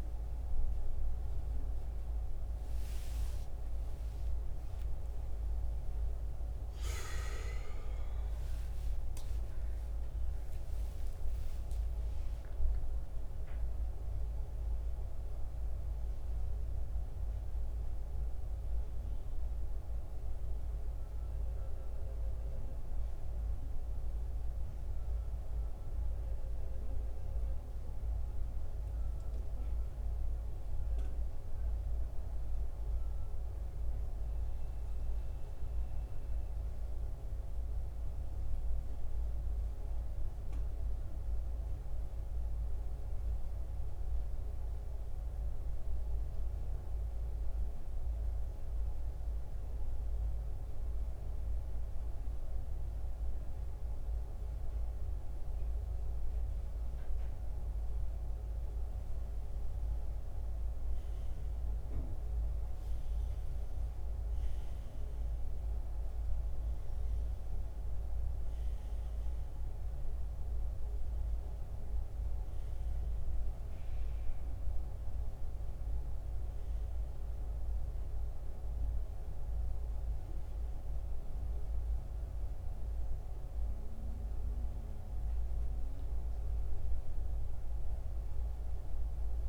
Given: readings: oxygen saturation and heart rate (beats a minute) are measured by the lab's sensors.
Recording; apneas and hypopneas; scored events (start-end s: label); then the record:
breathing in sleep, hard to hear, by a room microphone; 1
37.50-89.48 s: new sleep stage, N2 (light sleep)
48.00-58.00 s: central apnea (oxygen 96% before, 89% lowest, heart rate 70 before, 64 extreme, up 8 after)
48.50-87.50 s: oxygen desaturation (device-marked, oxygen 95% before, 89% lowest, heart rate 70 before, 64 extreme)
59.50-63.00 s: arousal
From the record:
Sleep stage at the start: N1 (lightest sleep); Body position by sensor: on the back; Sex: male